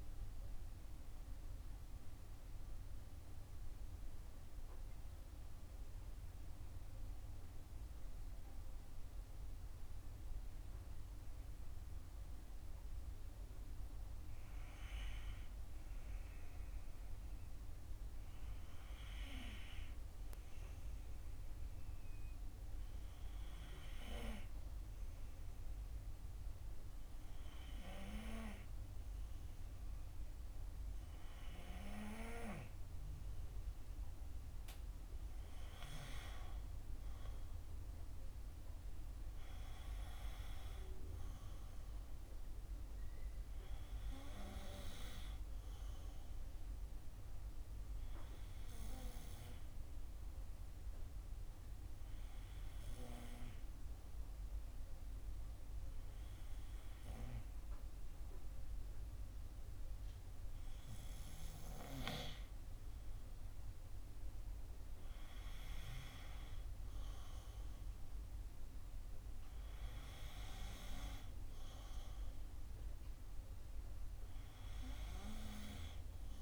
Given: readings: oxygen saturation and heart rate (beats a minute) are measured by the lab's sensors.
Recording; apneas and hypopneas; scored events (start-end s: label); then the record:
breathing in sleep by a room microphone; 2
21.00-35.00 s: obstructive apnea (oxygen 97% before, 91% lowest, heart rate 55 before, 58 extreme, up 3 after)
38.00-42.00 s: arousal
44.50-46.50 s: long interval between heartbeats (device-marked, heart rate 60 before, 61 extreme)
46.50-61.00 s: obstructive apnea (oxygen 97% before, 91% lowest, heart rate 61 before, 54 extreme, up 4 after)
62.50-66.00 s: arousal
From the record:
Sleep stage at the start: N2 (light sleep); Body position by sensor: on the back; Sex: female